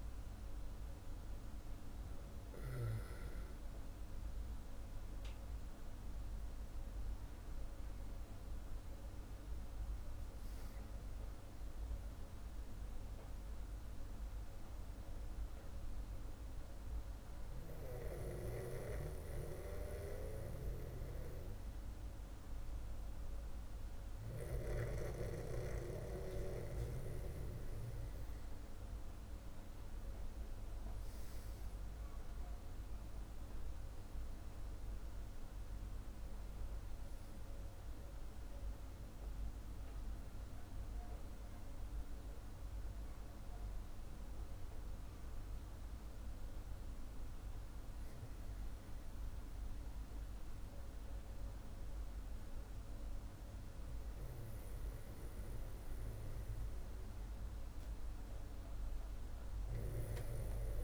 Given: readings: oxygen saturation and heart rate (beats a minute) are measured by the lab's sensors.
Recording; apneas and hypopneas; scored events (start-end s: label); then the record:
breathing in sleep by a room microphone; none
none scored
From the record:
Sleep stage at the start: N2 (light sleep); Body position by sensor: on the back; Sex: male